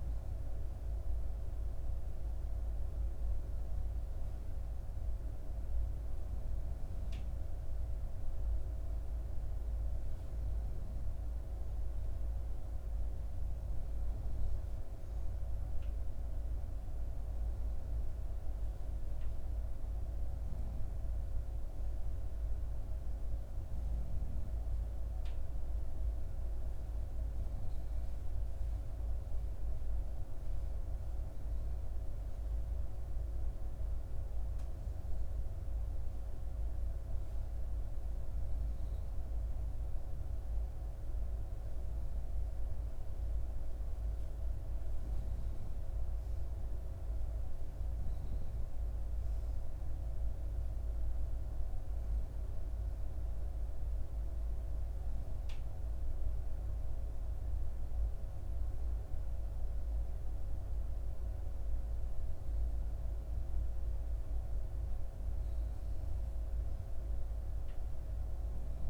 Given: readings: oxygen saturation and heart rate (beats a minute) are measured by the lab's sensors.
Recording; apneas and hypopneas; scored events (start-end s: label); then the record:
breathing in sleep, hard to hear, by a room microphone; none
none scored
From the record:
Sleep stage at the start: N2 (light sleep); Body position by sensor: on the back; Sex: female